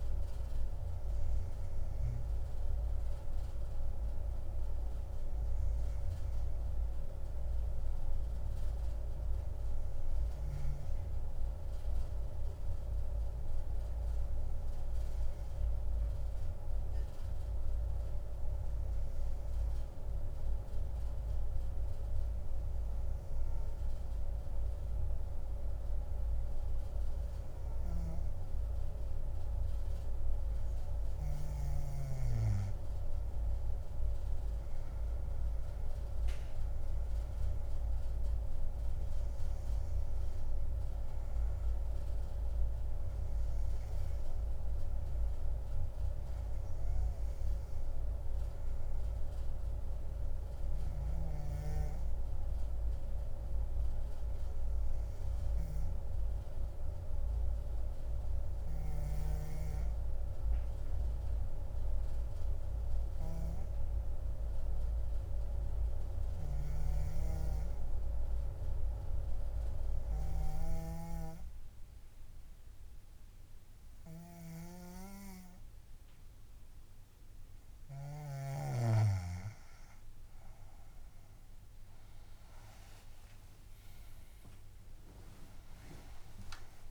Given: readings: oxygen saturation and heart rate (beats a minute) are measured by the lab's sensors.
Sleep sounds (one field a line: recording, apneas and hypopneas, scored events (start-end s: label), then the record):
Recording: breathing in sleep by a room microphone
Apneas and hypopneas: 2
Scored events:
1.00-9.00 s: oxygen desaturation (device-marked, oxygen 90% before, 87% lowest, heart rate 74 before, 61 extreme)
9.50-30.00 s: obstructive apnea (oxygen 93% before, 89% lowest, heart rate 71 before, 64 extreme, up 8 after)
28.00-32.00 s: snoring (device-marked)
29.00-54.00 s: oxygen desaturation (device-marked, oxygen 97% before, 92% lowest, heart rate 66 before, 66 extreme)
34.00-37.50 s: arousal
51.50-77.50 s: obstructive apnea (oxygen 97% before, 88% lowest, heart rate 69 before, 67 extreme, up 8 after)
67.50-71.00 s: snoring (device-marked)
73.00-86.91 s: oxygen desaturation (device-marked, oxygen 96% before, 88% lowest, heart rate 67 before, 57 extreme)
83.00-86.91 s: arousal
From the record:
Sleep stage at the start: N2 (light sleep)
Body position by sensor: on the back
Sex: female